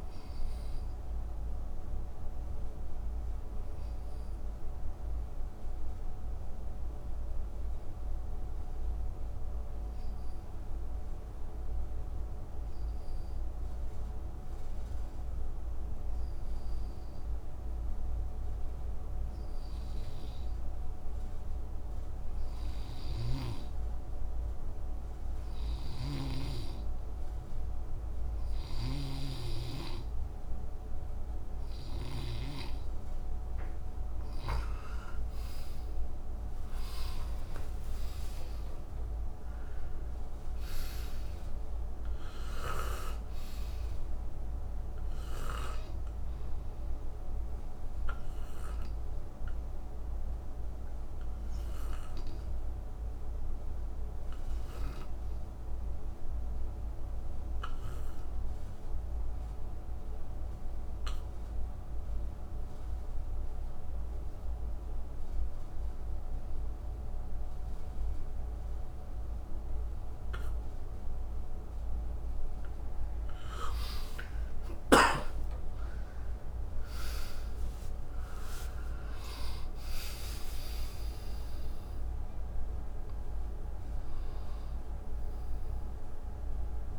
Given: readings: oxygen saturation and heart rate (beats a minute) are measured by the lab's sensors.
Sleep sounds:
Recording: breathing in sleep by a room microphone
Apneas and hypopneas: 2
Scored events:
0.00-12.00 s: oxygen desaturation (device-marked, oxygen 88% lowest, heart rate 57 extreme)
1.50-32.50 s: obstructive apnea (oxygen 97% before, 86% lowest, heart rate 72 before, 57 extreme, up 19 after)
25.50-34.50 s: snoring (device-marked)
29.00-48.00 s: oxygen desaturation (device-marked, oxygen 97% before, 90% lowest, heart rate 62 before, 58 extreme)
35.00-39.00 s: arousal
47.00-71.50 s: obstructive apnea (oxygen 97% before, 86% lowest, heart rate 72 before, 53 extreme, up 14 after)
72.00-86.99 s: oxygen desaturation (device-marked, oxygen 97% before, 86% lowest, heart rate 63 before, 52 extreme)
74.00-82.50 s: arousal
From the record:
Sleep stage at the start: N2 (light sleep)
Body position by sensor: on the right side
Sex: male

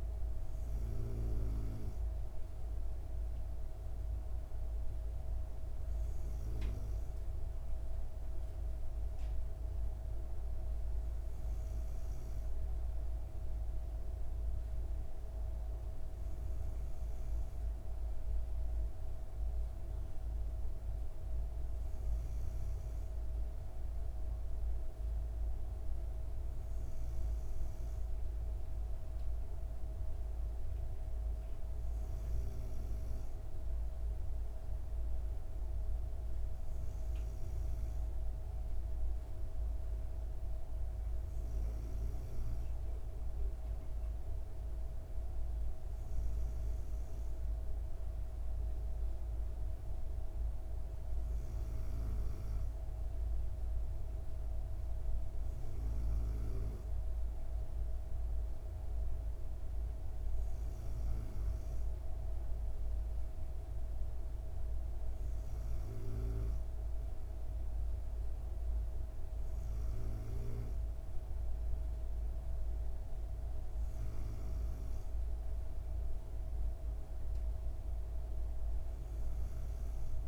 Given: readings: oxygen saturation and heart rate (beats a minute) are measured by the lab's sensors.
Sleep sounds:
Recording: breathing in sleep, hard to hear, by a room microphone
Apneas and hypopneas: none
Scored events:
none scored
From the record:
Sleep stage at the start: N2 (light sleep)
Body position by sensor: on the back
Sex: female

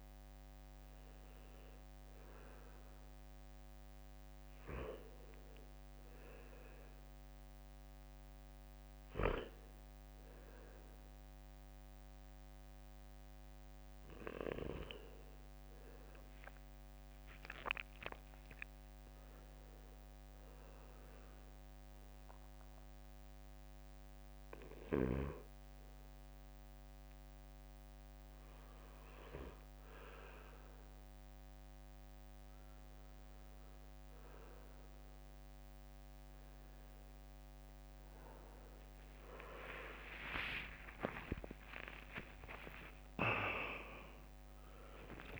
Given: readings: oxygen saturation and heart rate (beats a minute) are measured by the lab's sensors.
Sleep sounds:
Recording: breathing in sleep by a microphone on the trachea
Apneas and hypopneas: 1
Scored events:
12.00-15.00 s: arousal
18.50-34.00 s: hypopnea (oxygen 98% before, 94% lowest, heart rate 72 before, 67 extreme, up 6 after)
38.00-45.40 s: oxygen desaturation (device-marked, oxygen 97% before, 94% lowest, heart rate 70 before, 63 extreme)
40.00-45.40 s: arousal
From the record:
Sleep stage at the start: N2 (light sleep)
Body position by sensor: on the right side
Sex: male

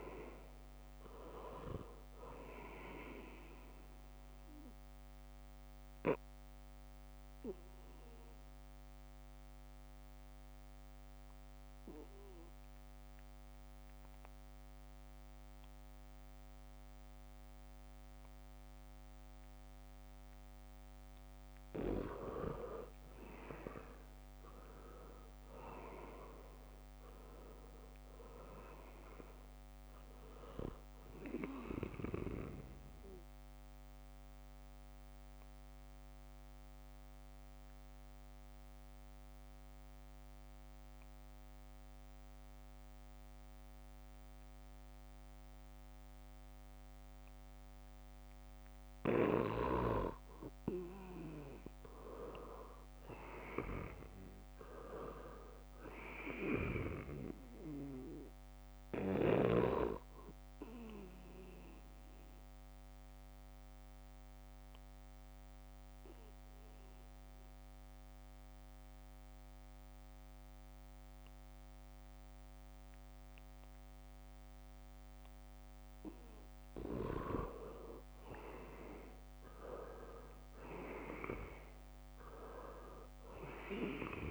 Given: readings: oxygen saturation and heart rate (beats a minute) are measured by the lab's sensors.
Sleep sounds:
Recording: breathing in sleep by a microphone on the trachea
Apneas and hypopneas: 3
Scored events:
0.00-2.50 s: arousal
0.00-16.00 s: oxygen desaturation (device-marked, oxygen 83% lowest, heart rate 74 extreme)
6.50-22.50 s: obstructive apnea (oxygen 98% before, 83% lowest, heart rate 76 before, 76 extreme, up 0 after)
26.50-30.50 s: arousal
27.00-43.00 s: oxygen desaturation (device-marked, oxygen 98% before, 83% lowest, heart rate 80 before, 75 extreme)
34.50-50.50 s: obstructive apnea (oxygen 98% before, 83% lowest, heart rate 79 before, 75 extreme)
49.00-72.00 s: oxygen desaturation (device-marked, oxygen 98% before, 84% lowest, heart rate 79 before, 74 extreme)
52.00-56.00 s: arousal
55.00-57.00 s: leg movement (device-marked)
60.00-76.50 s: obstructive apnea (oxygen 98% before, 83% lowest, heart rate 78 before, 74 extreme, up 1 after)
80.00-83.50 s: arousal
81.00-84.31 s: oxygen desaturation (device-marked, oxygen 98% before, 83% lowest, heart rate 78 before, 76 extreme)
From the record:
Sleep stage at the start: N2 (light sleep)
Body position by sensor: on the back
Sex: male

